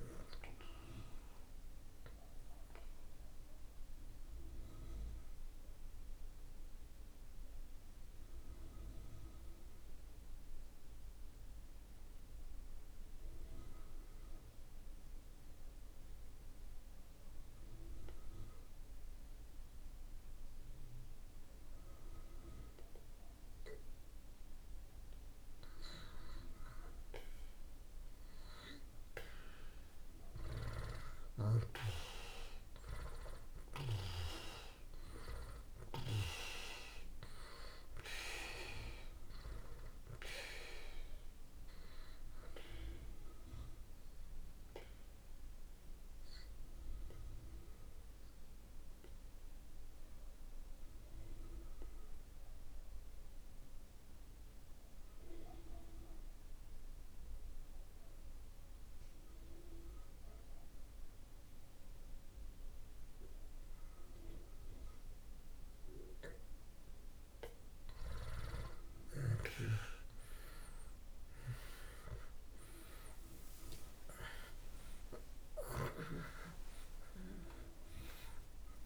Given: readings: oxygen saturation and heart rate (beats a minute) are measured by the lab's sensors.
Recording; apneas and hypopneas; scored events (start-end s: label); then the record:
breathing in sleep by a room microphone; 2
0.00-17.50 s: oxygen desaturation (device-marked, oxygen 74% lowest)
2.00-24.00 s: mixed apnea (oxygen 96% before, 74% lowest)
26.00-30.00 s: arousal
34.50-64.50 s: oxygen desaturation (device-marked, oxygen 97% before, 79% lowest)
45.50-66.50 s: obstructive apnea (oxygen 97% before, 77% lowest)
71.00-77.50 s: arousal
72.50-78.86 s: oxygen desaturation (device-marked, oxygen 95% before, 91% lowest)
From the record:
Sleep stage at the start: N2 (light sleep); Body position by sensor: on the back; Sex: male